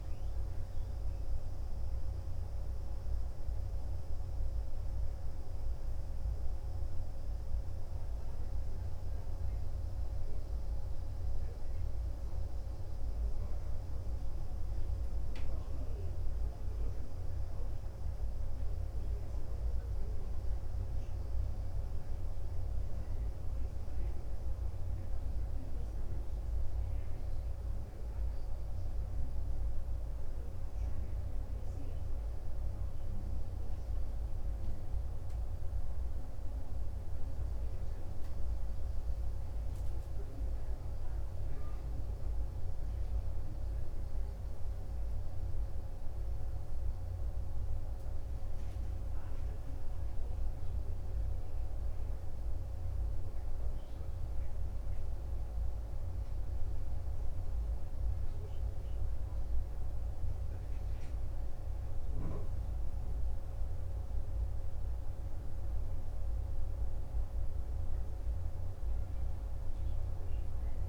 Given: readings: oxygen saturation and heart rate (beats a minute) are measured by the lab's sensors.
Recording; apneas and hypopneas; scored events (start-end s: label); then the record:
breathing in sleep, hard to hear, by a room microphone; none
none scored
From the record:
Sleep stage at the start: N2 (light sleep); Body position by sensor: on the back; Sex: male